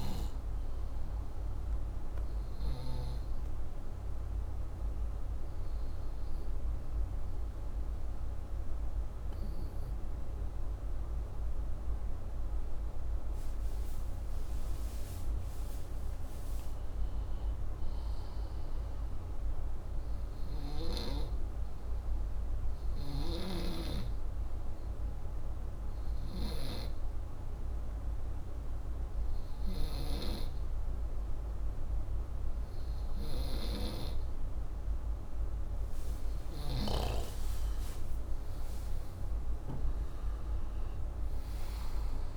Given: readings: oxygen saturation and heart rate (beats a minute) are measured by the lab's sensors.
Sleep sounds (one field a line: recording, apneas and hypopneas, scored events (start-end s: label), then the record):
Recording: breathing in sleep by a room microphone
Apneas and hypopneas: none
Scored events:
0.00-17.00 s: oxygen desaturation (device-marked, oxygen 91% lowest, heart rate 74 extreme)
34.00-42.37 s: oxygen desaturation (device-marked, oxygen 96% before, 92% lowest, heart rate 175 before, 71 extreme)
From the record:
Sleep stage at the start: N2 (light sleep)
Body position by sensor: upright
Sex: male